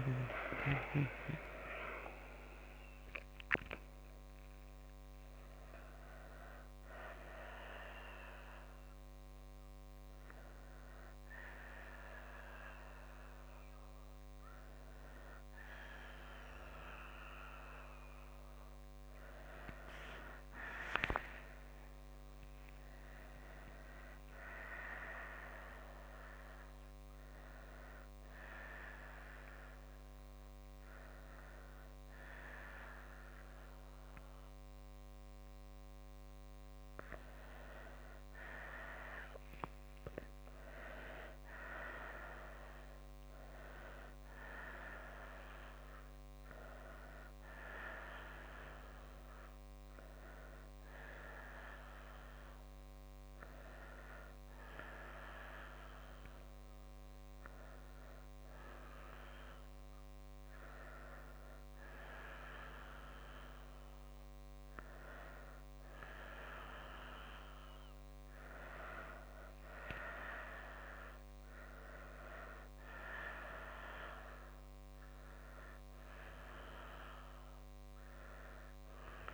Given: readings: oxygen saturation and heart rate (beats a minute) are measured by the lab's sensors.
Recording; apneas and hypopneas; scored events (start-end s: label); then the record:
a person awake in a sleep study, by a microphone on the trachea; none
40.50-70.50 s: new sleep stage, N1 (lightest sleep)
67.00-71.00 s: arousal
70.50-79.34 s: new sleep stage, N2 (light sleep)
From the record:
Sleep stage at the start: awake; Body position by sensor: on the left side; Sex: female